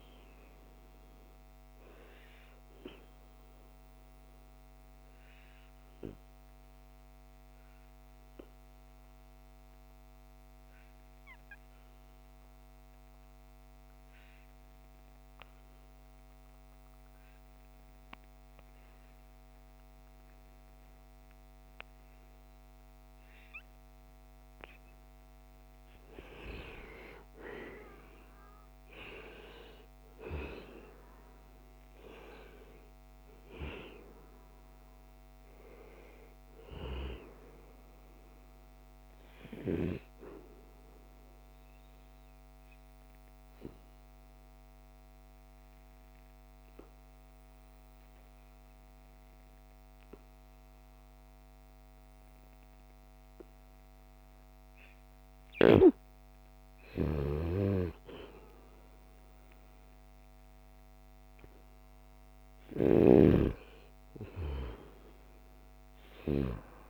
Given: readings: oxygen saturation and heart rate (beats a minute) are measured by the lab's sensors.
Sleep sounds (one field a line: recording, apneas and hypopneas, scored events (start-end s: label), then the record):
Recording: breathing in sleep by a microphone on the trachea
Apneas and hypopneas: 2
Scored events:
0.00-13.00 s: oxygen desaturation (device-marked, oxygen 89% lowest, heart rate 69 extreme)
0.50-25.00 s: obstructive apnea (oxygen 97% before, 89% lowest, heart rate 72 before, 70 extreme, up 2 after)
26.00-31.00 s: arousal
34.00-51.00 s: oxygen desaturation (device-marked, oxygen 96% before, 91% lowest, heart rate 72 before, 73 extreme)
41.00-56.00 s: obstructive apnea (oxygen 97% before, 91% lowest, heart rate 74 before, 73 extreme, up 2 after)
58.00-63.50 s: arousal
From the record:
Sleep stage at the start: N2 (light sleep)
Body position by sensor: on the right side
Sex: male